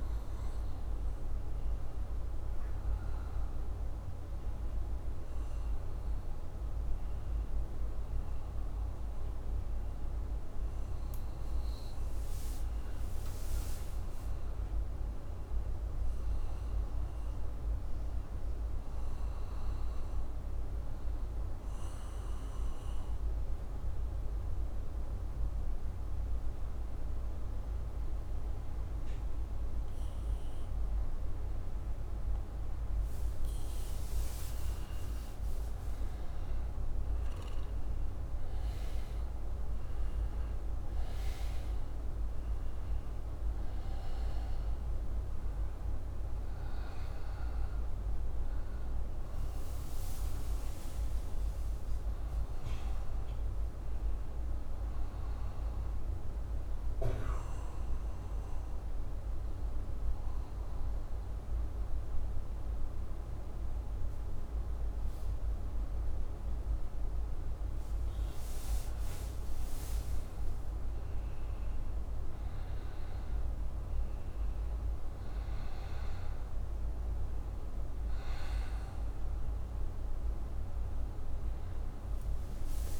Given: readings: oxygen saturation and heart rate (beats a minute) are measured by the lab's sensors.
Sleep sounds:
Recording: breathing in sleep, hard to hear, by a room microphone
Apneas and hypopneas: 2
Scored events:
0.00-8.50 s: oxygen desaturation (device-marked, oxygen 92% lowest, heart rate 62 extreme)
15.00-19.00 s: arousal
22.50-33.50 s: obstructive apnea (oxygen 98% before, 92% lowest, heart rate 68 before, 62 extreme, up 7 after)
32.50-57.50 s: oxygen desaturation (device-marked, oxygen 98% before, 92% lowest, heart rate 65 before, 63 extreme)
35.00-39.00 s: arousal
57.00-67.50 s: hypopnea (oxygen 97% before, 92% lowest, heart rate 66 before, 63 extreme, up 5 after)
67.50-83.00 s: new sleep stage, awake
From the record:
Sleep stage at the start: N1 (lightest sleep)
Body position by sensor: upright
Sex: male

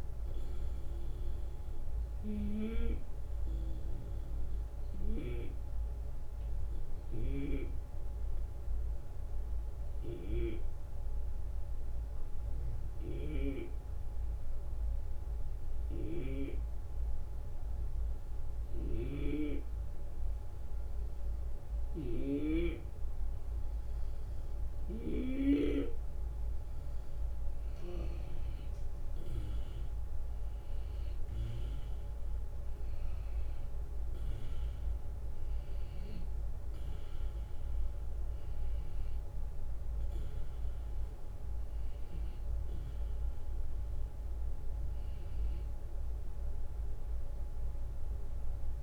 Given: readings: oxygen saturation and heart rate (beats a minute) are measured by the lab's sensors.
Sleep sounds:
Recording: breathing in sleep by a room microphone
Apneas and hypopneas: 1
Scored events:
2.50-25.50 s: obstructive apnea (oxygen 95% before, 90% lowest, heart rate 79 before, 75 extreme, up 5 after)
15.50-25.50 s: snoring (device-marked)
28.50-32.50 s: arousal
32.00-45.00 s: drop in pulse transit time (device-marked, heart rate 76 before, 79 extreme)
From the record:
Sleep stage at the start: N2 (light sleep)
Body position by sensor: on the back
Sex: male

